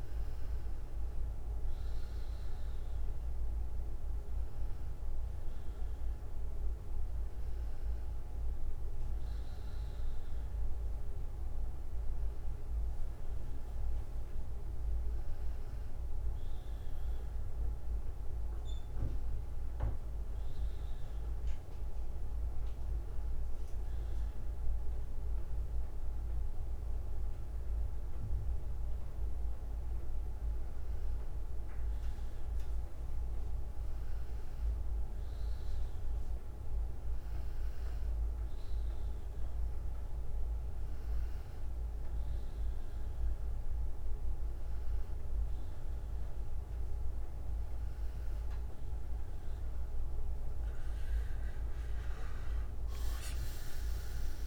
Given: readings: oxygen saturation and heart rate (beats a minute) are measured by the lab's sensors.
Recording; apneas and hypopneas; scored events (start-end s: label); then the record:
a person awake in a sleep study, hard to hear, by a room microphone; 1
3.00-14.00 s: bradycardia (device-marked, heart rate 69 before, 58 extreme)
18.00-20.00 s: bradycardia (device-marked, heart rate 68 before, 60 extreme)
22.00-33.00 s: bradycardia (device-marked, heart rate 68 before, 48 extreme)
23.00-33.00 s: hypopnea (oxygen 98% before, 93% lowest, heart rate 59 before, 48 extreme, up 20 after)
From the record:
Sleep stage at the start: awake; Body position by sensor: on the back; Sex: male